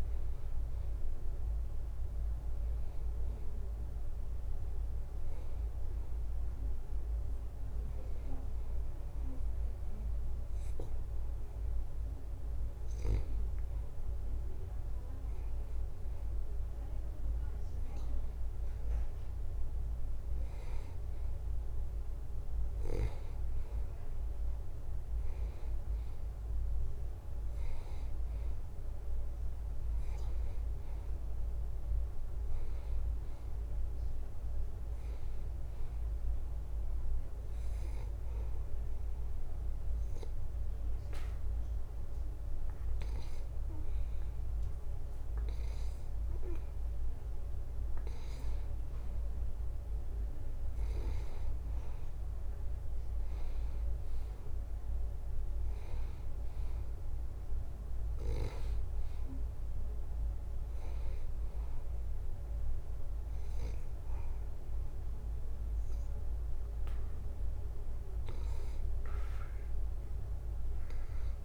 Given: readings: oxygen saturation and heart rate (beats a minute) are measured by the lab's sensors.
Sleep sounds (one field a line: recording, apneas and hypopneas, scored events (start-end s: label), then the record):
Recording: breathing in sleep, hard to hear, by a room microphone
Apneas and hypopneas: none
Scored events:
69.00-71.45 s: arousal
From the record:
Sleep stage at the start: N2 (light sleep)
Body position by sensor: on the back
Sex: male